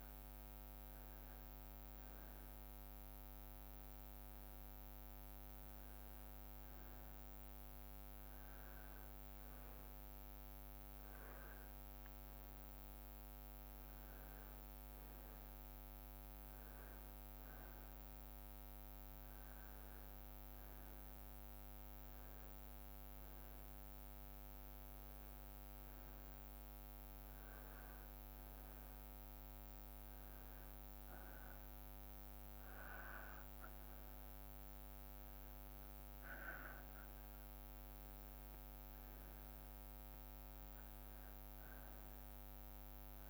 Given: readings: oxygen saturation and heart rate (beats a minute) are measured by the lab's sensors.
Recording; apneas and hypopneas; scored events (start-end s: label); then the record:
breathing in sleep, hard to hear, by a microphone on the trachea; none
none scored
From the record:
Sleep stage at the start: N2 (light sleep); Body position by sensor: on the back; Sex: male